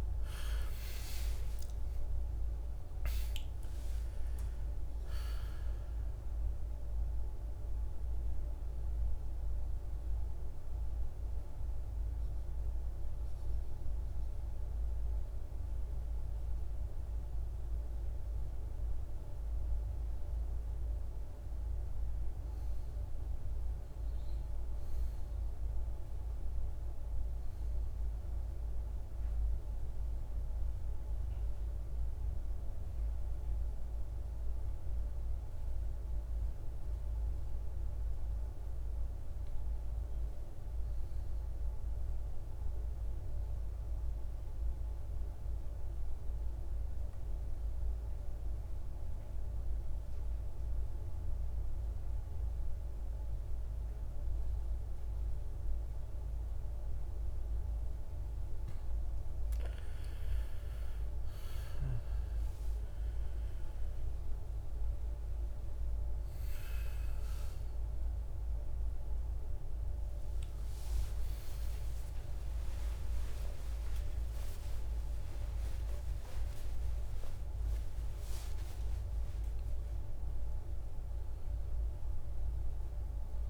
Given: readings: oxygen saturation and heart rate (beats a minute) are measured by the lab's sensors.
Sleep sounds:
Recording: a person partly awake in a sleep study, hard to hear, by a room microphone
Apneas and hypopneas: 2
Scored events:
0.00-3.50 s: arousal
0.00-20.00 s: oxygen desaturation (device-marked, oxygen 83% lowest, heart rate 54 extreme)
27.00-57.00 s: new sleep stage, N2 (light sleep)
28.50-38.50 s: central apnea (oxygen 99% before, 86% lowest, heart rate 61 before, 54 extreme, up 3 after)
40.00-42.50 s: arousal
45.00-57.50 s: obstructive apnea (oxygen 99% before, 86% lowest, heart rate 56 before, 58 extreme, up 14 after)
46.00-83.50 s: oxygen desaturation (device-marked, oxygen 98% before, 86% lowest, heart rate 56 before, 54 extreme)
57.00-83.50 s: new sleep stage, awake
From the record:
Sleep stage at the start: N1 (lightest sleep)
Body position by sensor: on the back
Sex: male

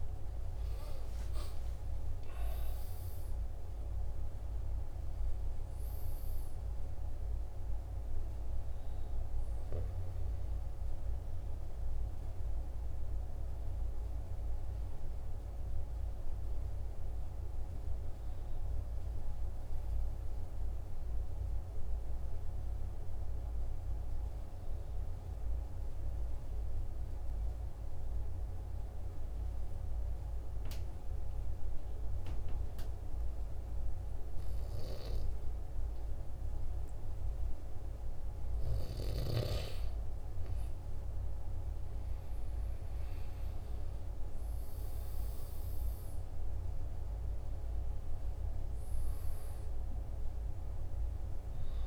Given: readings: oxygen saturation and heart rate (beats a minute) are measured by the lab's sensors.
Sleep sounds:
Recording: breathing in sleep, hard to hear, by a room microphone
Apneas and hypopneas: 1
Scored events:
19.50-36.50 s: obstructive apnea (oxygen 97% before, 94% lowest, heart rate 48 before, 45 extreme, up 3 after)
37.50-41.50 s: arousal
From the record:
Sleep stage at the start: N2 (light sleep)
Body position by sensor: on the back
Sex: male

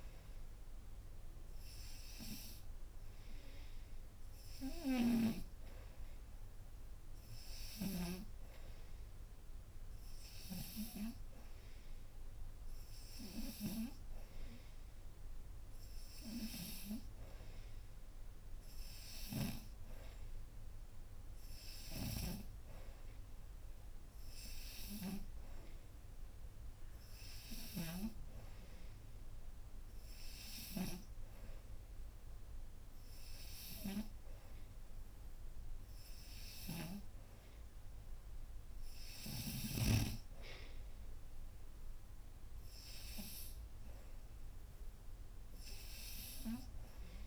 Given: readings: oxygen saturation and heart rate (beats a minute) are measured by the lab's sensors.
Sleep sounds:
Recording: breathing in sleep by a room microphone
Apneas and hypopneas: none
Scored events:
36.00-39.50 s: snoring (device-marked)
From the record:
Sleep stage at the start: N3 (deep sleep)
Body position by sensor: upright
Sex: female

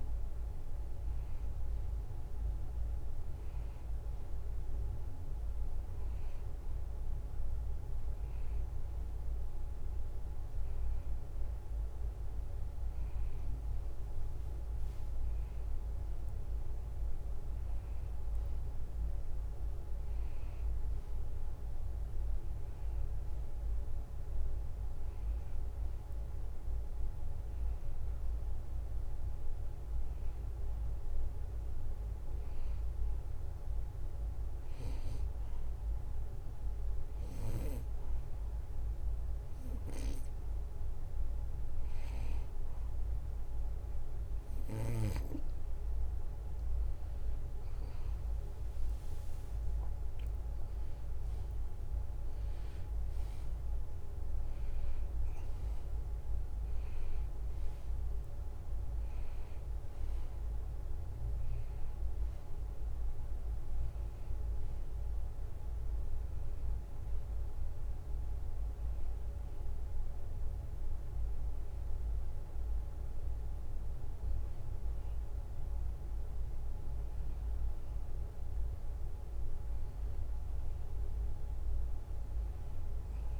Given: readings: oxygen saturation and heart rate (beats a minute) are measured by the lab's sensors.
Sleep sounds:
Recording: breathing in sleep, hard to hear, by a room microphone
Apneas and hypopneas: 1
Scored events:
20.50-24.00 s: arousal
33.00-45.50 s: hypopnea (oxygen 93% before, 91% lowest, heart rate 75 before, 72 extreme, up 3 after)
48.50-53.00 s: arousal
From the record:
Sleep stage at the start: N2 (light sleep)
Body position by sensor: on the back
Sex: male

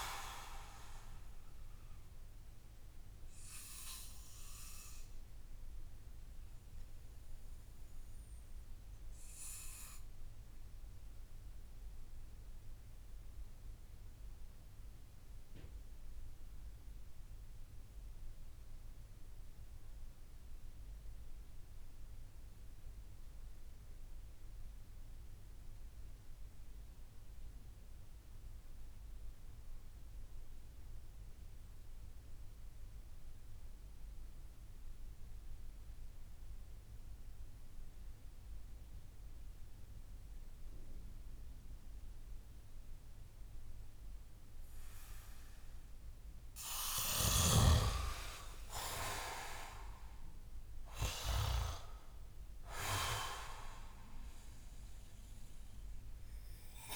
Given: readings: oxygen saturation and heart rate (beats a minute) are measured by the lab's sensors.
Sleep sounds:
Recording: breathing in sleep by a room microphone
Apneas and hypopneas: 1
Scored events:
0.00-28.00 s: oxygen desaturation (device-marked, oxygen 90% lowest)
3.00-44.50 s: obstructive apnea (oxygen 98% before, 89% lowest)
46.50-51.00 s: arousal
48.00-56.96 s: oxygen desaturation (device-marked, oxygen 97% before, 89% lowest)
From the record:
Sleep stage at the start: N2 (light sleep)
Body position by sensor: on the back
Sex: male

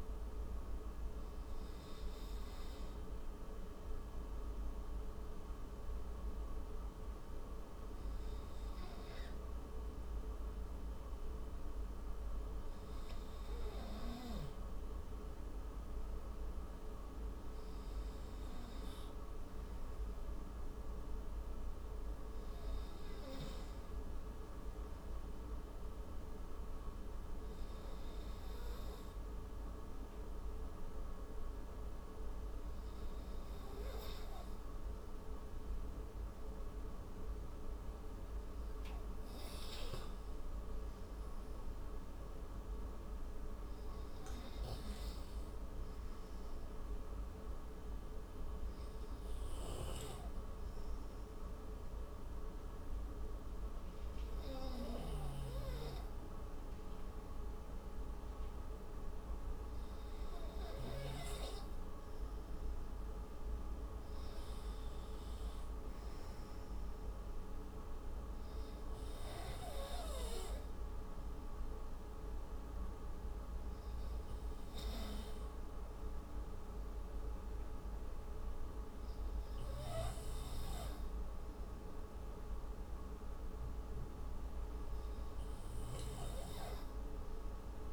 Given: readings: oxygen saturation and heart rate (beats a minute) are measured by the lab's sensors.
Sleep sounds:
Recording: breathing in sleep, hard to hear, by a room microphone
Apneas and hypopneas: none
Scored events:
13.50-87.93 s: new sleep stage, N2 (light sleep)
44.50-59.50 s: oxygen desaturation (device-marked, oxygen 96% before, 93% lowest)
66.50-70.50 s: oxygen desaturation (device-marked, oxygen 96% before, 93% lowest)
From the record:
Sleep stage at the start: N1 (lightest sleep)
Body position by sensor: on the right side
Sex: male

